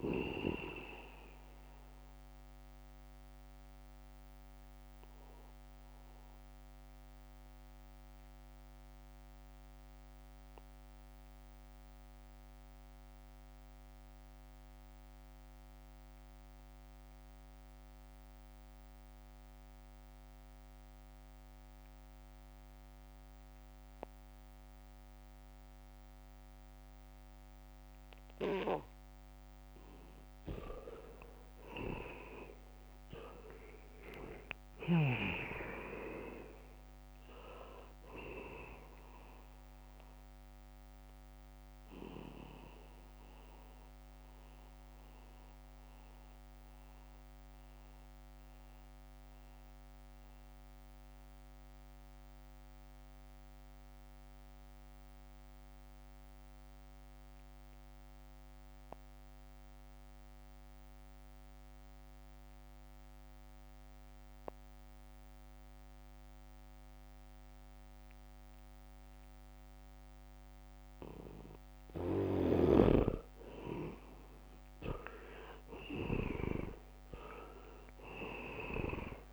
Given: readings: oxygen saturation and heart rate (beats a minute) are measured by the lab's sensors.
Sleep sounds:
breathing in sleep by a microphone on the trachea; 2
0.00-15.50 s: oxygen desaturation (device-marked, oxygen 82% lowest, heart rate 65 extreme)
2.00-29.00 s: mixed apnea (oxygen 98% before, 80% lowest, heart rate 69 before, 65 extreme, up 0 after)
26.50-63.50 s: oxygen desaturation (device-marked, oxygen 99% before, 80% lowest, heart rate 72 before, 63 extreme)
30.50-32.50 s: leg movement (device-marked)
32.00-36.50 s: arousal
34.00-37.00 s: leg movement (device-marked)
43.00-70.00 s: mixed apnea (oxygen 99% before, 78% lowest, heart rate 69 before, 63 extreme)
65.50-79.33 s: oxygen desaturation (device-marked, oxygen 99% before, 78% lowest, heart rate 74 before, 63 extreme)
67.50-71.00 s: leg movement (device-marked)
72.00-79.33 s: leg movement (device-marked)
74.50-78.00 s: arousal
From the record:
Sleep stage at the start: N2 (light sleep); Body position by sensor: on the back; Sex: male

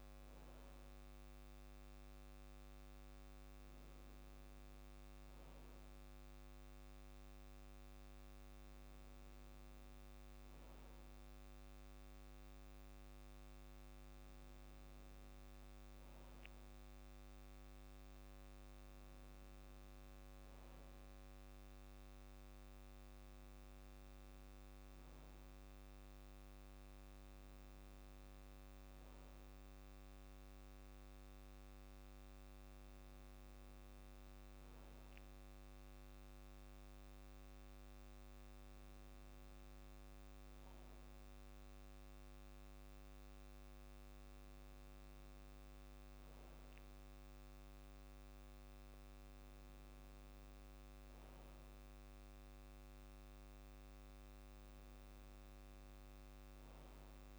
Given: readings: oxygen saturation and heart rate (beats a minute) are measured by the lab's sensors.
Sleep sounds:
breathing in sleep, hard to hear, by a microphone on the trachea; none
none scored
From the record:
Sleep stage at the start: N2 (light sleep); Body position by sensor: on the back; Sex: male

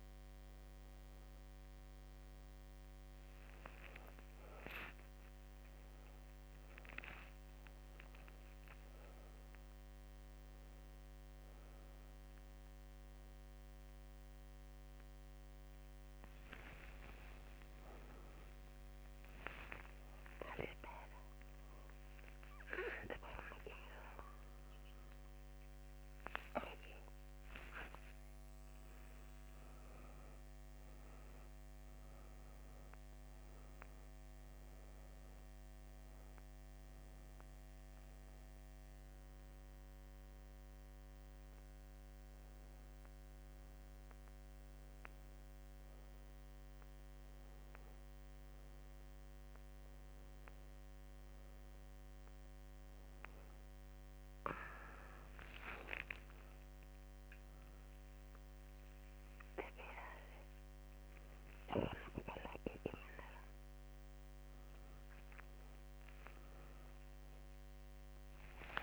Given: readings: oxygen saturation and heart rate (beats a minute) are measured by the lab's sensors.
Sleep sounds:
a person awake in a sleep study, by a microphone on the trachea; none
none scored
From the record:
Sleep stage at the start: awake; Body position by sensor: on the back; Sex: female

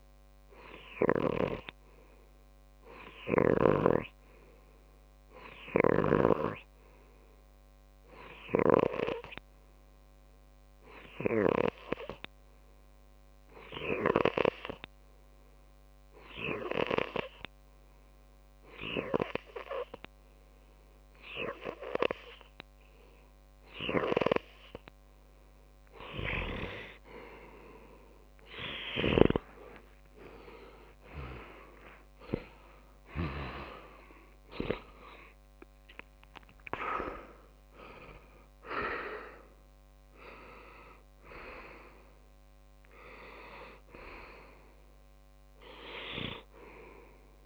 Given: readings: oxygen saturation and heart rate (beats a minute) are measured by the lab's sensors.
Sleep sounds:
breathing in sleep by a microphone on the trachea; 1
15.50-27.00 s: obstructive apnea (oxygen 98% before, 93% lowest)
29.00-32.00 s: arousal
From the record:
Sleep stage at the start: N2 (light sleep); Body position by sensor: on the left side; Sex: male

